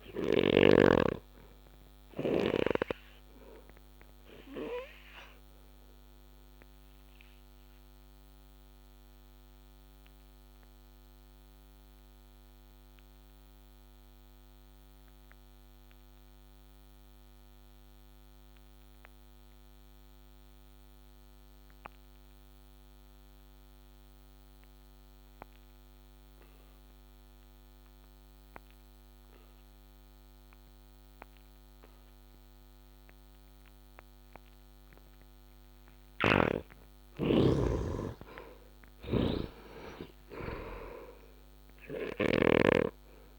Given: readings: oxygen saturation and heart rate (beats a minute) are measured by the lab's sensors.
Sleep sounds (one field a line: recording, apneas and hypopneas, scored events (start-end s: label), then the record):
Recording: breathing in sleep by a microphone on the trachea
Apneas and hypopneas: 1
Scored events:
0.00-17.50 s: oxygen desaturation (device-marked, oxygen 65% lowest, heart rate 60 extreme)
3.00-34.00 s: obstructive apnea (oxygen 97% before, 65% lowest, heart rate 71 before, 64 extreme, up 10 after)
19.50-43.39 s: oxygen desaturation (device-marked, oxygen 98% before, 66% lowest, heart rate 71 before, 66 extreme)
36.50-40.50 s: snoring (device-marked)
37.00-40.00 s: arousal
From the record:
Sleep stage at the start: N2 (light sleep)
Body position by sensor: on the back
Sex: male